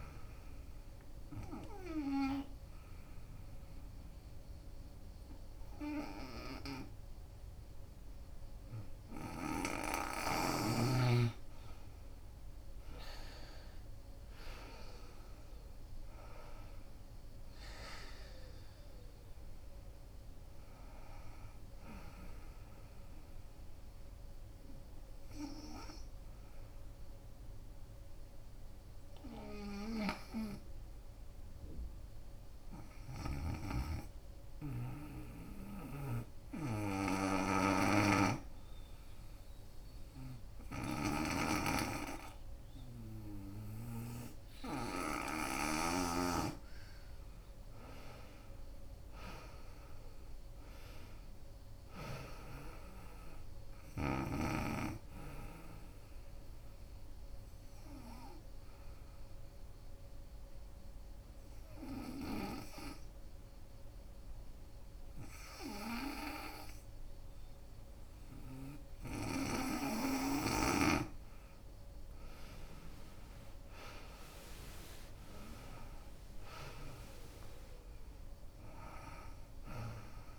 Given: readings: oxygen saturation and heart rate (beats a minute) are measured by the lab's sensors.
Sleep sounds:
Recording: breathing in sleep by a room microphone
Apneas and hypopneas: 3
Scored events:
1.00-11.50 s: obstructive apnea (oxygen 95% before, 85% lowest, heart rate 79 before, 63 extreme, up 17 after)
1.00-14.00 s: oxygen desaturation (device-marked, oxygen 95% before, 87% lowest, heart rate 79 before, 63 extreme)
13.00-17.50 s: arousal
14.00-24.00 s: drop in pulse transit time (device-marked, heart rate 75 before, 67 extreme)
16.00-35.00 s: oxygen desaturation (device-marked, oxygen 94% before, 86% lowest, heart rate 74 before, 63 extreme)
35.50-46.00 s: obstructive apnea (oxygen 95% before, 85% lowest, heart rate 70 before, 63 extreme, up 13 after)
45.00-67.00 s: oxygen desaturation (device-marked, oxygen 96% before, 85% lowest, heart rate 70 before, 63 extreme)
47.50-52.50 s: arousal
57.00-69.50 s: obstructive apnea (oxygen 96% before, 85% lowest, heart rate 75 before, 64 extreme, up 24 after)
71.00-74.50 s: arousal
72.00-80.39 s: drop in pulse transit time (device-marked, heart rate 72 before, 77 extreme)
75.00-80.39 s: oxygen desaturation (device-marked, oxygen 94% before, 85% lowest, heart rate 71 before, 64 extreme)
From the record:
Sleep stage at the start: N2 (light sleep)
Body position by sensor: on the right side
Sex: female

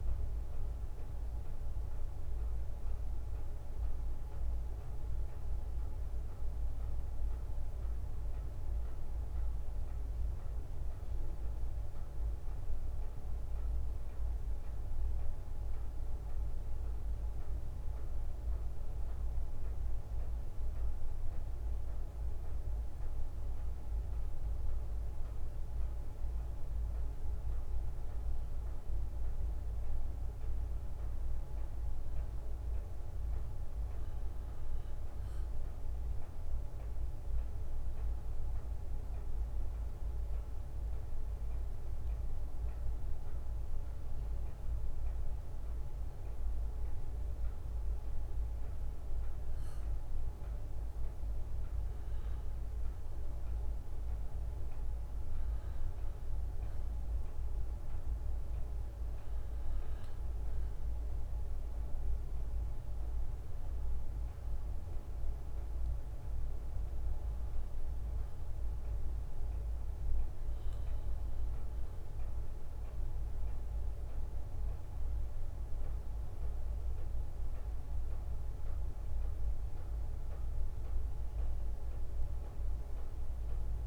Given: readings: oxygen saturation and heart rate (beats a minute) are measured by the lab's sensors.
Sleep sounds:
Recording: breathing in sleep, hard to hear, by a room microphone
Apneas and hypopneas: 1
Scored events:
0.00-3.50 s: oxygen desaturation (device-marked, oxygen 90% lowest, heart rate 67 extreme)
10.00-21.00 s: hypopnea (oxygen 97% before, 91% lowest, heart rate 70 before, 67 extreme, up 1 after)
13.50-73.50 s: new sleep stage, N2 (light sleep)
23.00-26.50 s: arousal
26.50-45.50 s: oxygen desaturation (device-marked, oxygen 94% before, 91% lowest, heart rate 68 before, 67 extreme)
73.50-83.87 s: new sleep stage, awake
From the record:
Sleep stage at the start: N1 (lightest sleep)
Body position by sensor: on the back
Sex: male

